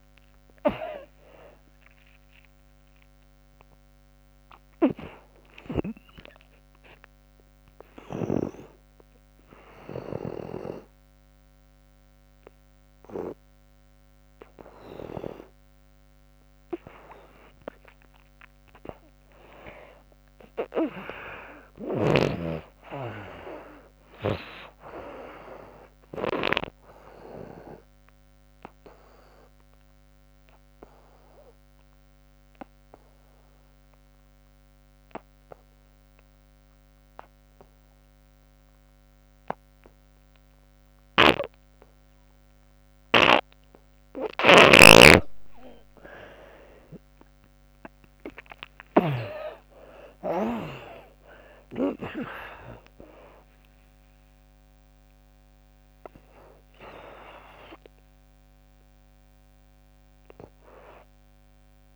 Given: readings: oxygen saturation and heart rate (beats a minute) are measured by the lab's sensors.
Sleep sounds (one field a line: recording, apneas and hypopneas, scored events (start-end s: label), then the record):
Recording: breathing in sleep by a microphone on the trachea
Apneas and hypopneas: 2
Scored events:
0.00-15.00 s: oxygen desaturation (device-marked, oxygen 96% before, 81% lowest, heart rate 77 before, 70 extreme)
6.00-18.50 s: obstructive apnea (oxygen 96% before, 77% lowest, heart rate 82 before, 70 extreme, up 10 after)
20.00-23.50 s: arousal
27.00-38.00 s: oxygen desaturation (device-marked, oxygen 96% before, 87% lowest, heart rate 91 before, 69 extreme)
28.50-45.00 s: obstructive apnea (oxygen 96% before, 77% lowest, heart rate 90 before, 69 extreme)
44.00-49.00 s: snoring (device-marked)
46.00-61.96 s: oxygen desaturation (device-marked, oxygen 95% before, 77% lowest, heart rate 76 before, 68 extreme)
47.50-52.00 s: arousal
From the record:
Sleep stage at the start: N2 (light sleep)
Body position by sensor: on the back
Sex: female